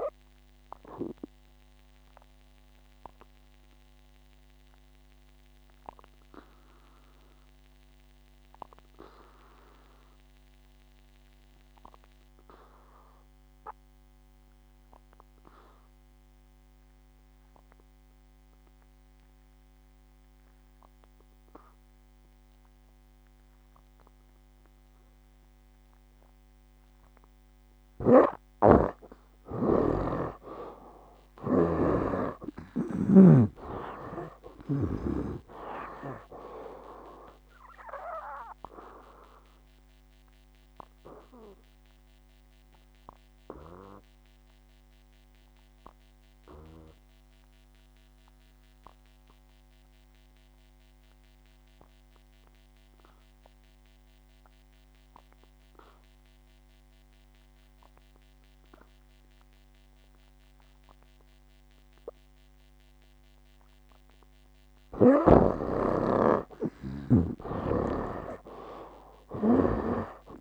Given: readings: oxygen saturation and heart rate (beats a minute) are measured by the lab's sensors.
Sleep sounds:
breathing in sleep by a microphone on the trachea; 2
0.50-29.50 s: oxygen desaturation (device-marked, oxygen 96% before, 73% lowest, heart rate 66 before, 58 extreme)
2.00-28.00 s: obstructive apnea (oxygen 96% before, 71% lowest, heart rate 67 before, 59 extreme, up 15 after)
28.00-35.50 s: snoring (device-marked)
31.50-35.50 s: arousal
39.50-64.00 s: obstructive apnea (oxygen 95% before, 71% lowest, heart rate 69 before, 58 extreme, up 16 after)
41.50-63.50 s: oxygen desaturation (device-marked, oxygen 95% before, 71% lowest, heart rate 71 before, 58 extreme)
66.50-70.00 s: arousal
68.00-70.41 s: snoring (device-marked)
68.50-70.41 s: oxygen desaturation (device-marked, oxygen 97% before, 72% lowest, heart rate 61 before, 63 extreme)
From the record:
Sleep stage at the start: N2 (light sleep); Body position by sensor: on the back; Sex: male

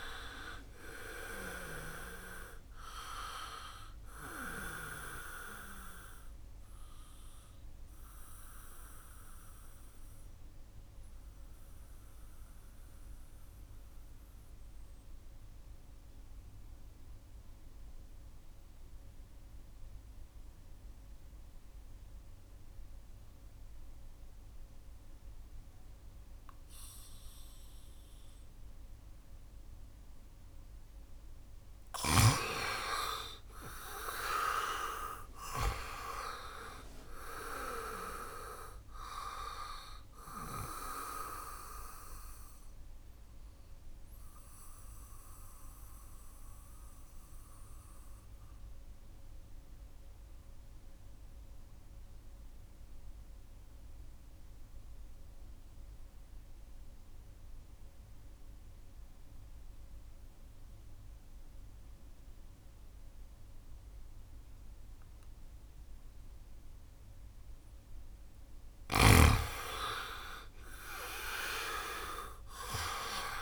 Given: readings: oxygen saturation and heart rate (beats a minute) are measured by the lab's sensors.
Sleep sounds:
breathing in sleep by a room microphone; 2
0.00-25.50 s: oxygen desaturation (device-marked, oxygen 81% lowest, heart rate 61 extreme)
6.00-30.50 s: mixed apnea (oxygen 99% before, 81% lowest, heart rate 73 before, 61 extreme, up 1 after)
30.50-36.00 s: arousal
35.50-60.50 s: oxygen desaturation (device-marked, oxygen 98% before, 81% lowest, heart rate 71 before, 61 extreme)
40.50-66.50 s: central apnea (oxygen 98% before, 80% lowest, heart rate 71 before, 61 extreme, up 2 after)
68.50-73.42 s: arousal
71.50-73.42 s: oxygen desaturation (device-marked, oxygen 99% before, 80% lowest, heart rate 70 before, 63 extreme)
From the record:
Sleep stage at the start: N2 (light sleep); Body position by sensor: on the back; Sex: male

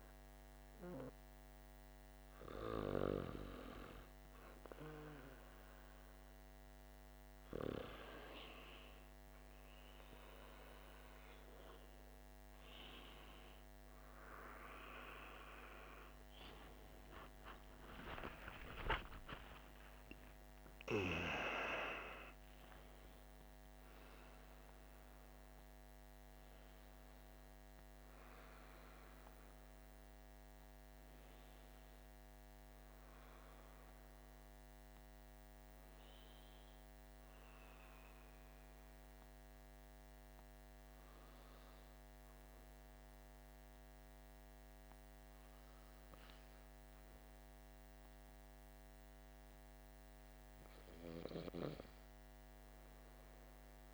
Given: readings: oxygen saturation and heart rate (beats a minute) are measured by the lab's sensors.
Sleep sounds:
breathing in sleep by a microphone on the trachea; none
16.50-22.00 s: arousal
From the record:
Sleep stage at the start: N1 (lightest sleep); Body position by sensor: on the back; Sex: male

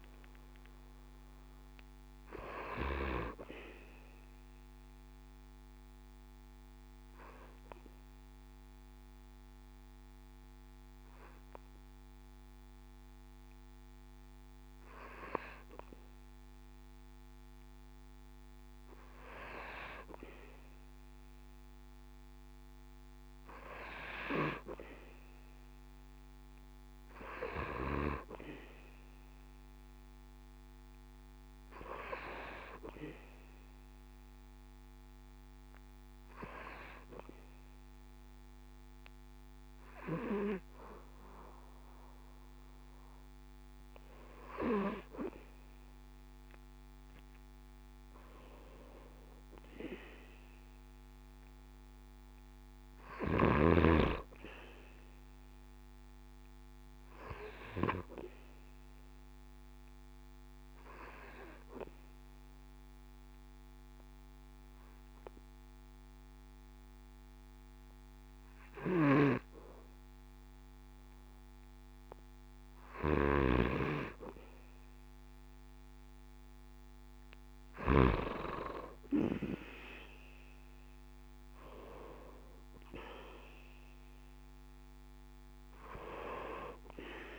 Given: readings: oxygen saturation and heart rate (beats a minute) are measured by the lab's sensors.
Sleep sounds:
breathing in sleep by a microphone on the trachea; 3
4.00-15.00 s: obstructive apnea (oxygen 95% before, 94% lowest, heart rate 69 before, 63 extreme, up 6 after)
21.50-25.00 s: arousal
34.50-45.00 s: hypopnea (oxygen 97% before, 93% lowest, heart rate 68 before, 66 extreme, up 6 after)
50.00-53.50 s: arousal
59.00-73.00 s: obstructive apnea (oxygen 97% before, 93% lowest, heart rate 70 before, 66 extreme, up 3 after)
72.50-78.00 s: snoring (device-marked)
79.50-82.50 s: arousal
From the record:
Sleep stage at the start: N2 (light sleep); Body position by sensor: on the back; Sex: male

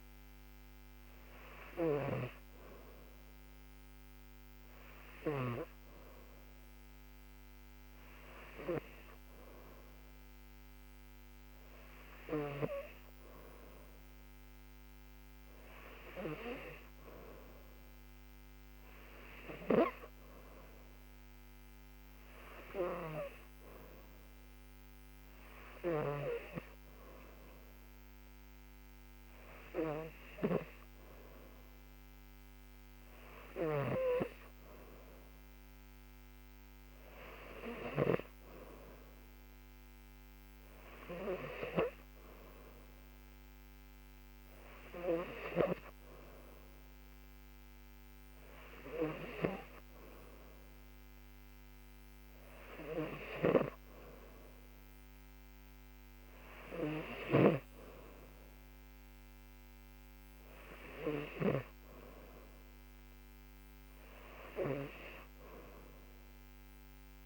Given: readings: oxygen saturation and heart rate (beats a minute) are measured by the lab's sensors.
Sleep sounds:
breathing in sleep by a microphone on the trachea; none
none scored
From the record:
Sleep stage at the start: N3 (deep sleep); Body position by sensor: on the back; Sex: female

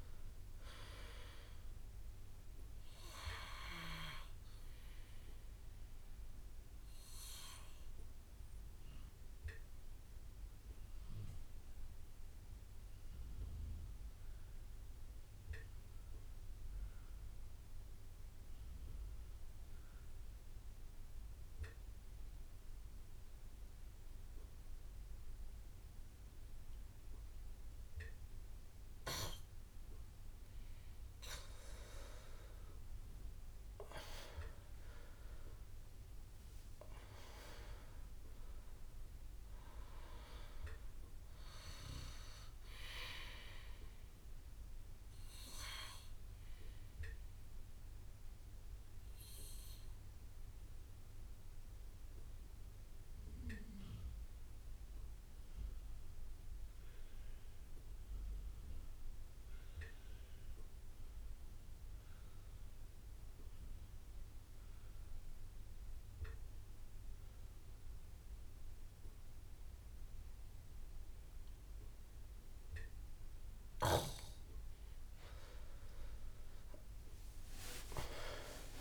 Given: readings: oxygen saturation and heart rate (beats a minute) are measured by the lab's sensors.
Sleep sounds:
breathing in sleep by a room microphone; 2
0.00-17.00 s: oxygen desaturation (device-marked, oxygen 89% lowest)
5.00-30.50 s: mixed apnea (oxygen 99% before, 89% lowest)
30.00-59.00 s: oxygen desaturation (device-marked, oxygen 99% before, 90% lowest)
33.50-38.50 s: arousal
45.00-74.50 s: mixed apnea (oxygen 99% before, 88% lowest)
73.00-78.81 s: oxygen desaturation (device-marked, oxygen 99% before, 88% lowest)
76.50-78.81 s: arousal
From the record:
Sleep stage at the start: N2 (light sleep); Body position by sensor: on the back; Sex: male

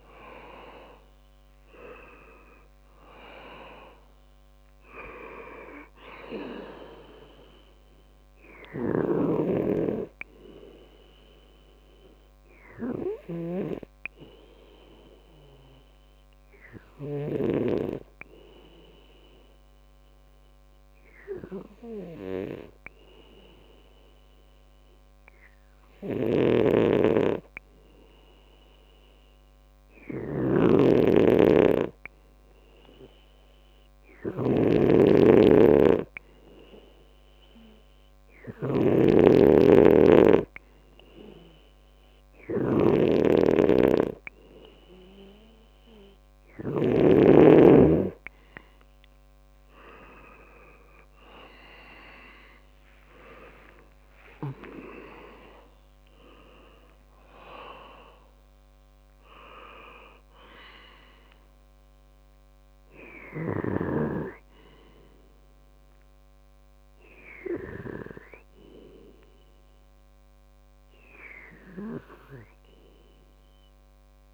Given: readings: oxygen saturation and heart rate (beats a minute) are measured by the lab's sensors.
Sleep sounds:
breathing in sleep by a microphone on the trachea; 1
0.00-1.50 s: arousal
2.00-29.00 s: oxygen desaturation (device-marked, oxygen 98% before, 93% lowest, heart rate 66 before, 62 extreme)
13.50-40.00 s: hypopnea (oxygen 98% before, 92% lowest, heart rate 68 before, 62 extreme, up 3 after)
26.00-47.00 s: snoring (device-marked)
41.00-66.00 s: oxygen desaturation (device-marked, oxygen 98% before, 92% lowest, heart rate 64 before, 62 extreme)
52.50-57.00 s: arousal
From the record:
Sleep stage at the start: N2 (light sleep); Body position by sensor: on the left side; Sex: male

